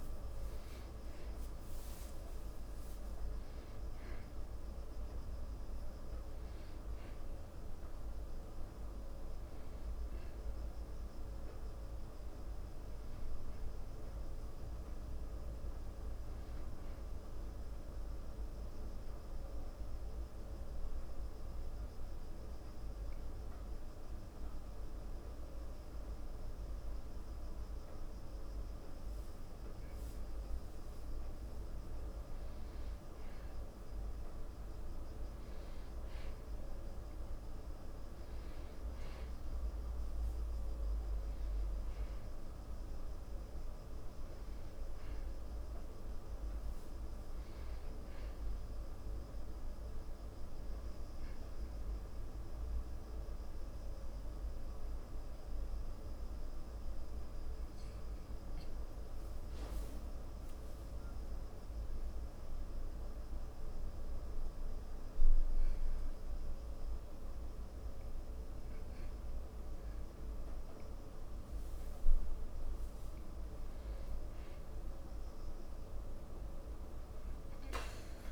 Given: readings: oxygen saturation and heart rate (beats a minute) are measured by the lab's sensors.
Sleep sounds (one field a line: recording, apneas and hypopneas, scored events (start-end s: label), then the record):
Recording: a person partly awake in a sleep study, hard to hear, by a room microphone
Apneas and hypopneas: 2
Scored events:
16.50-78.32 s: new sleep stage, N2 (light sleep)
18.00-31.50 s: mixed apnea (oxygen 96% before, 91% lowest, heart rate 90 before, 64 extreme, up 31 after)
33.50-37.50 s: arousal
38.50-60.50 s: oxygen desaturation (device-marked, oxygen 96% before, 91% lowest, heart rate 83 before, 55 extreme)
52.50-62.50 s: obstructive apnea (oxygen 96% before, 93% lowest, heart rate 83 before, 55 extreme, up 45 after)
64.00-67.50 s: arousal
From the record:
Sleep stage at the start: awake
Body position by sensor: on the back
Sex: male